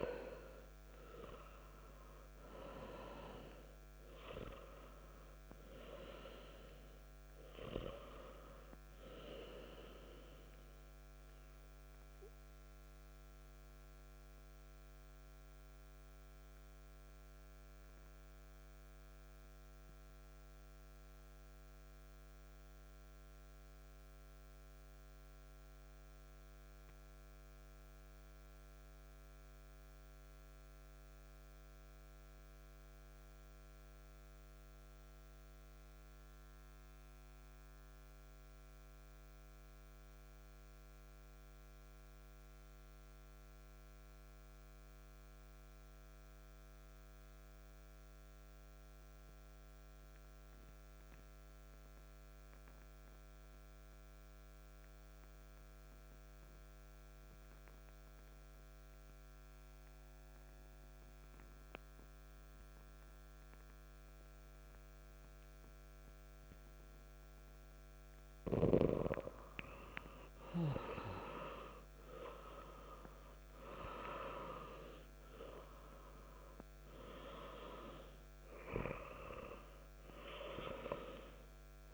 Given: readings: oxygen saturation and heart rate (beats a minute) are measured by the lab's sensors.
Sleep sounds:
breathing in sleep by a microphone on the trachea; 1
0.00-22.00 s: oxygen desaturation (device-marked, oxygen 92% lowest, heart rate 58 extreme)
12.50-67.00 s: mixed apnea (oxygen 97% before, 90% lowest, heart rate 65 before, 58 extreme, up 2 after)
49.00-81.94 s: oxygen desaturation (device-marked, oxygen 97% before, 90% lowest, heart rate 59 before, 58 extreme)
67.00-72.50 s: arousal
From the record:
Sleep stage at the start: N2 (light sleep); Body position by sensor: on the back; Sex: male

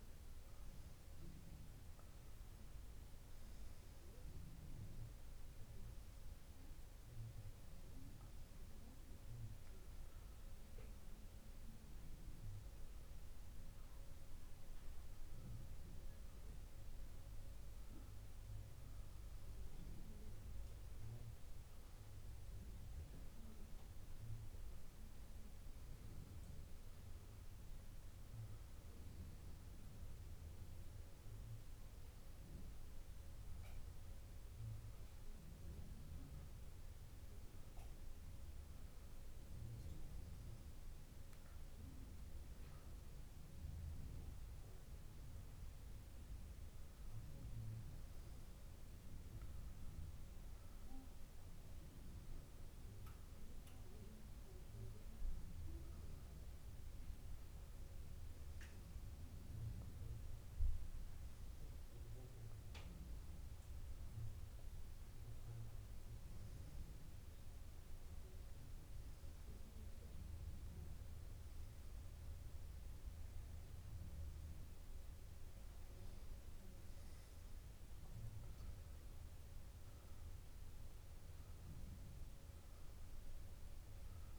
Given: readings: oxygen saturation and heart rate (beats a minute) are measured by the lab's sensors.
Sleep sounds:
breathing in sleep, hard to hear, by a room microphone; none
0.00-1.00 s: long interval between heartbeats (device-marked, heart rate 109 extreme)
0.00-6.50 s: tachycardia (device-marked, heart rate 150 extreme)
2.50-4.50 s: long interval between heartbeats (device-marked, heart rate 105 before, 106 extreme)
5.00-7.00 s: long interval between heartbeats (device-marked, heart rate 105 before, 130 extreme)
7.00-9.00 s: long interval between heartbeats (device-marked, heart rate 108 before, 137 extreme)
12.00-14.00 s: long interval between heartbeats (device-marked, heart rate 112 before, 70 extreme)
12.50-24.50 s: tachycardia (device-marked, heart rate 35 before, 125 extreme)
15.50-17.50 s: long interval between heartbeats (device-marked, heart rate 107 before, 108 extreme)
17.50-19.50 s: long interval between heartbeats (device-marked, heart rate 107 before, 109 extreme)
20.50-22.50 s: long interval between heartbeats (device-marked, heart rate 107 before, 115 extreme)
25.00-27.00 s: long interval between heartbeats (device-marked, heart rate 108 before, 106 extreme)
29.00-31.00 s: long interval between heartbeats (device-marked, heart rate 101 before, 83 extreme)
29.50-84.38 s: new sleep stage, N2 (light sleep)
32.00-34.00 s: long interval between heartbeats (device-marked, heart rate 98 before, 84 extreme)
40.00-42.00 s: long interval between heartbeats (device-marked, heart rate 85 before, 37 extreme)
45.00-47.00 s: long interval between heartbeats (device-marked, heart rate 68 before, 67 extreme)
55.00-57.00 s: long interval between heartbeats (device-marked, heart rate 55 before, 61 extreme)
58.00-60.00 s: long interval between heartbeats (device-marked, heart rate 56 before, 45 extreme)
72.00-74.00 s: long interval between heartbeats (device-marked, heart rate 39 before, 39 extreme)
77.00-79.00 s: long interval between heartbeats (device-marked, heart rate 35 before, 56 extreme)
81.00-83.00 s: long interval between heartbeats (device-marked, heart rate 36 before, 39 extreme)
From the record:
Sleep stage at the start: N1 (lightest sleep); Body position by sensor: on the left side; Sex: male

